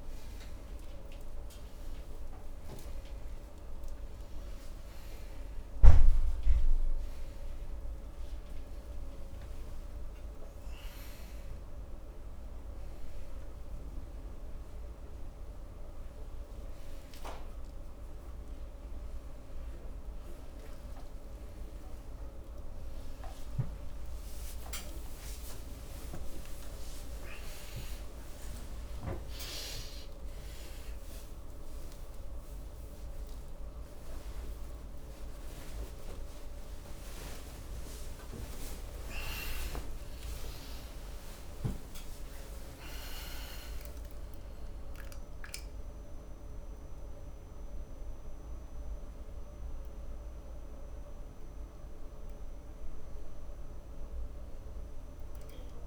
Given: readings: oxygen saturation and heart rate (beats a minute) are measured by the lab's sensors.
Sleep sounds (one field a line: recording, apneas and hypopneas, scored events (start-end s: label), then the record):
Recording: a person awake in a sleep study, by a room microphone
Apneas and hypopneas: none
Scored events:
48.50-55.86 s: new sleep stage, N1 (lightest sleep)
From the record:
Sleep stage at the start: awake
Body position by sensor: on the right side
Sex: male